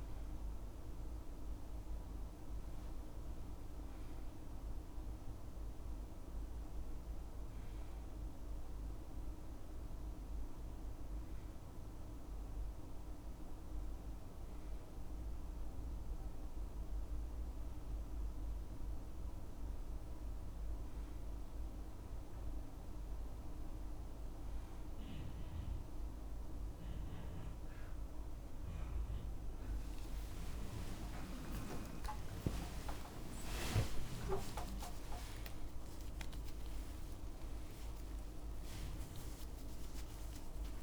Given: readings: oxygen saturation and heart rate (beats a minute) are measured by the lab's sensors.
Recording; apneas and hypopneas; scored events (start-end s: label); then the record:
a person awake in a sleep study, by a room microphone; none
36.50-40.83 s: snoring (device-marked)
From the record:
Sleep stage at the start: awake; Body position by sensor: on the back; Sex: male